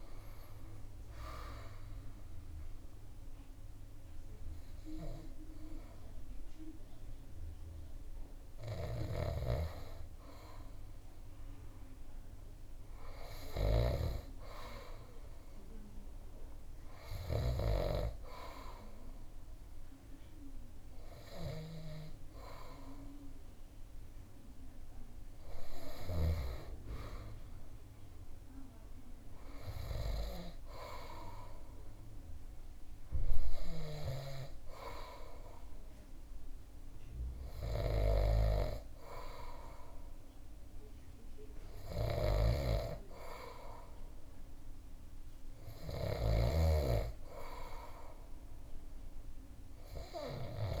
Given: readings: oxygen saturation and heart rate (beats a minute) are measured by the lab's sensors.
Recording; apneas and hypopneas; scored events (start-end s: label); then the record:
breathing in sleep by a room microphone; 1
1.00-11.00 s: obstructive apnea (oxygen 98% before, 97% lowest)
8.50-17.50 s: snoring (device-marked)
14.00-17.00 s: arousal
41.50-46.00 s: snoring (device-marked)
From the record:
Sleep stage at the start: N2 (light sleep); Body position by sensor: on the back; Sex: male